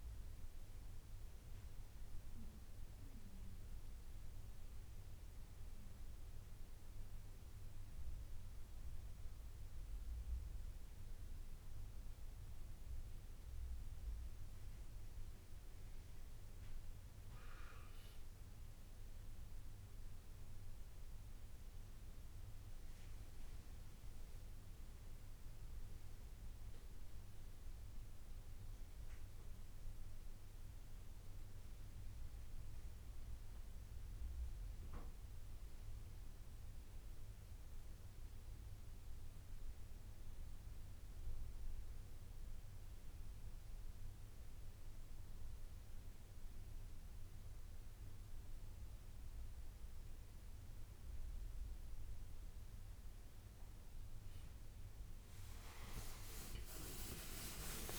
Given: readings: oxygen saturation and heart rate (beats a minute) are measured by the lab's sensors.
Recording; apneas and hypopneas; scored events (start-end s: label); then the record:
breathing in sleep, hard to hear, by a room microphone; none
56.50-57.99 s: arousal
From the record:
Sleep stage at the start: N1 (lightest sleep); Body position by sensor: on the right side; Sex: male